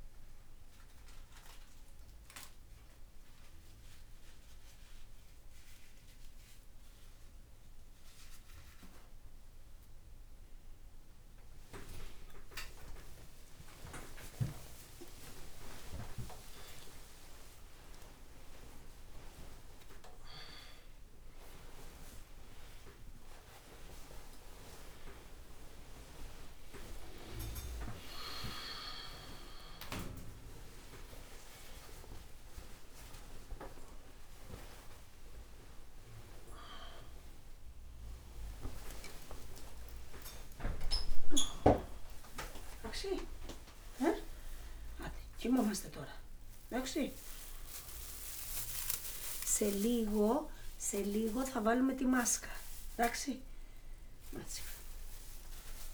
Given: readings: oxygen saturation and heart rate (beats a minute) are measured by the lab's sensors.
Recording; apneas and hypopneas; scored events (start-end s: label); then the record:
a person awake in a sleep study, by a room microphone; none
none scored
From the record:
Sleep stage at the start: awake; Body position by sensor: on the back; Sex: male